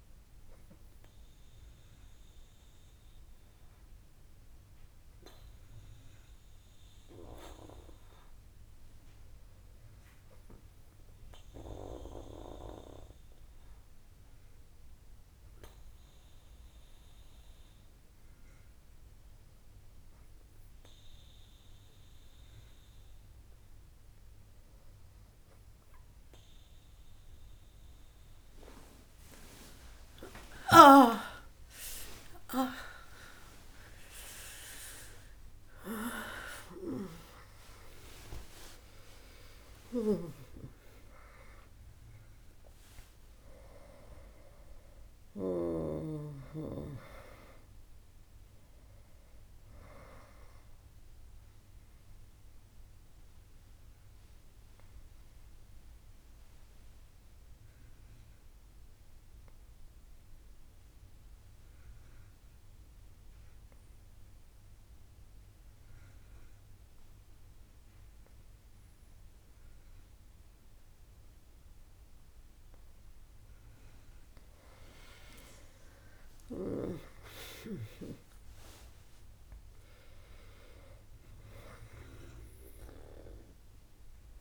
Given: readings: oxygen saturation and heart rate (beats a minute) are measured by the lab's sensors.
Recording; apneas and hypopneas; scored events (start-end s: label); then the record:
breathing in sleep by a room microphone; 2
3.50-19.50 s: hypopnea (oxygen 98% before, 95% lowest, heart rate 66 before, 62 extreme, up 0 after)
30.00-37.50 s: arousal
52.00-73.00 s: obstructive apnea (oxygen 98% before, 94% lowest, heart rate 106 before, 65 extreme, up 26 after)
75.00-78.50 s: arousal
80.50-84.41 s: oxygen desaturation (device-marked, oxygen 100% before, 96% lowest, heart rate 71 before, 65 extreme)
From the record:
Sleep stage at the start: N2 (light sleep); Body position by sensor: on the back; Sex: female